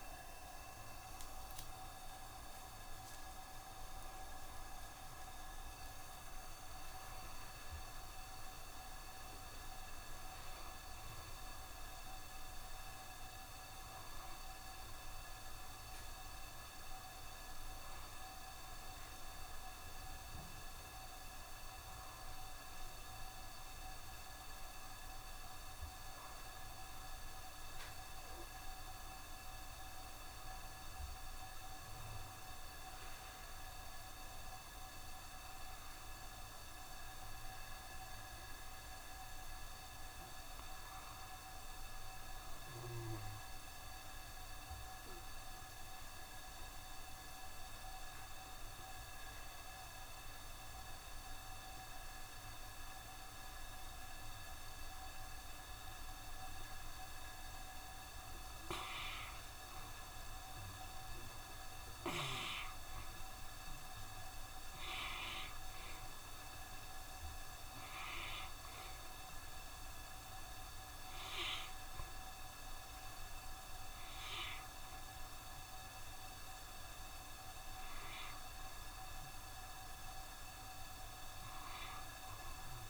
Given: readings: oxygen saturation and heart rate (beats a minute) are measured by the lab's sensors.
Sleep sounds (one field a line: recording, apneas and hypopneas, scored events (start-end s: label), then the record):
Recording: breathing in sleep, hard to hear, by a room microphone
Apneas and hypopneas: 1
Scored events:
6.50-8.50 s: long interval between heartbeats (device-marked, heart rate 67 before, 74 extreme)
23.50-82.89 s: new sleep stage, N2 (light sleep)
30.00-35.00 s: arousal
41.50-57.50 s: obstructive apnea (oxygen 94% before, 88% lowest, heart rate 66 before, 66 extreme, up 2 after)
53.50-81.50 s: oxygen desaturation (device-marked, oxygen 93% before, 88% lowest, heart rate 66 before, 66 extreme)
60.50-65.00 s: arousal
From the record:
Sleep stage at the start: N1 (lightest sleep)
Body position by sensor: on the back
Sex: male